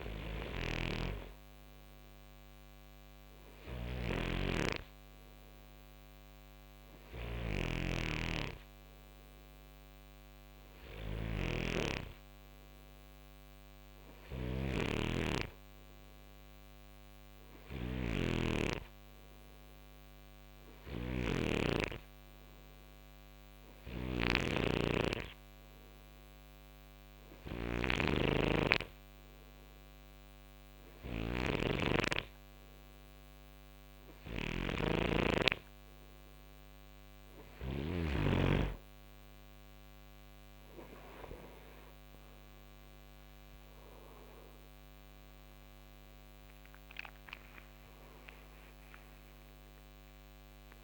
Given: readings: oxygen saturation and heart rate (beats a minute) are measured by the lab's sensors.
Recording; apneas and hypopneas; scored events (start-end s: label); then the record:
breathing in sleep by a microphone on the trachea; none
0.00-37.50 s: snoring (device-marked)
46.00-50.84 s: arousal
From the record:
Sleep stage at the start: N2 (light sleep); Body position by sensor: on the right side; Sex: male